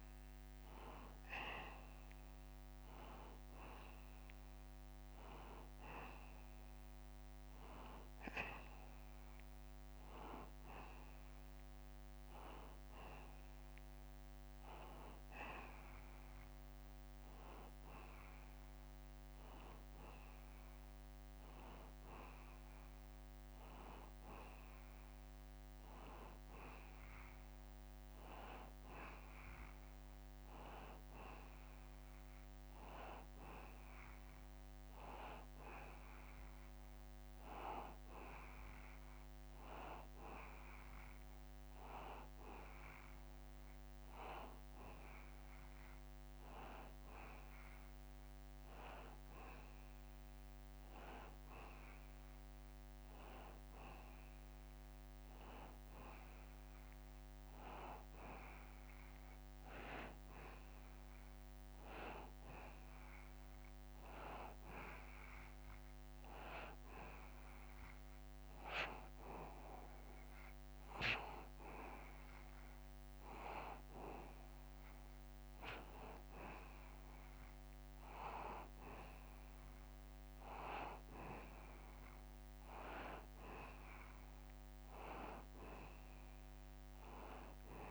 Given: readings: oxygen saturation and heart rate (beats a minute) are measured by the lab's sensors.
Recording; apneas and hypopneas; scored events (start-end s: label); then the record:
a person partly awake in a sleep study, by a microphone on the trachea; none
1.00-31.00 s: new sleep stage, N1 (lightest sleep)
31.00-87.91 s: new sleep stage, N2 (light sleep)
From the record:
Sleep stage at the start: awake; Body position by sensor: on the back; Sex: male